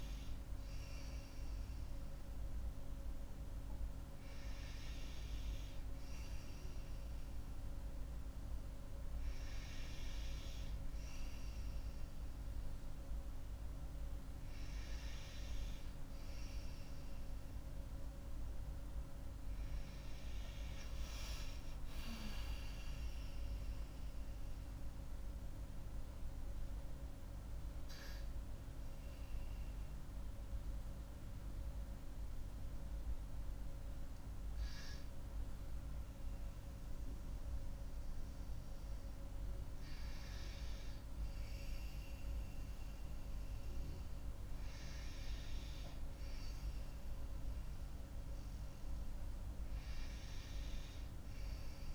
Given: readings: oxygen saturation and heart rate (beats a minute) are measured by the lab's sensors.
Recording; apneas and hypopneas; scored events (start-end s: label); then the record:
breathing in sleep, hard to hear, by a room microphone; 1
20.50-24.50 s: arousal
27.00-39.50 s: hypopnea (oxygen 95% before, 94% lowest, heart rate 62 before, 53 extreme, up 13 after)
41.50-45.00 s: arousal
From the record:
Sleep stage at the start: N2 (light sleep); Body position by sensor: on the right side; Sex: female